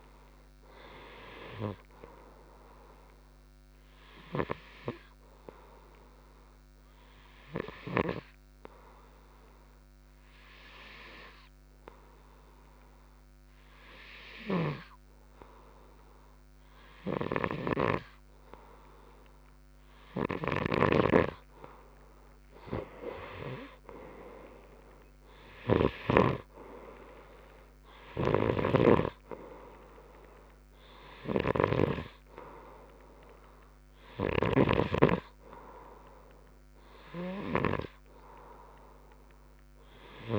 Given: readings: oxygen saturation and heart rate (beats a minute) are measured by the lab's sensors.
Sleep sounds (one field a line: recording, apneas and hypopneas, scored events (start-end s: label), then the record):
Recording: breathing in sleep by a microphone on the trachea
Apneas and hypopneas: 1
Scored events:
5.00-20.00 s: hypopnea (oxygen 96% before, 91% lowest)
22.00-25.50 s: arousal
28.50-40.39 s: oxygen desaturation (device-marked, oxygen 96% before, 91% lowest)
28.50-40.39 s: snoring (device-marked)
From the record:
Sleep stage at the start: N2 (light sleep)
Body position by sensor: on the right side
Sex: male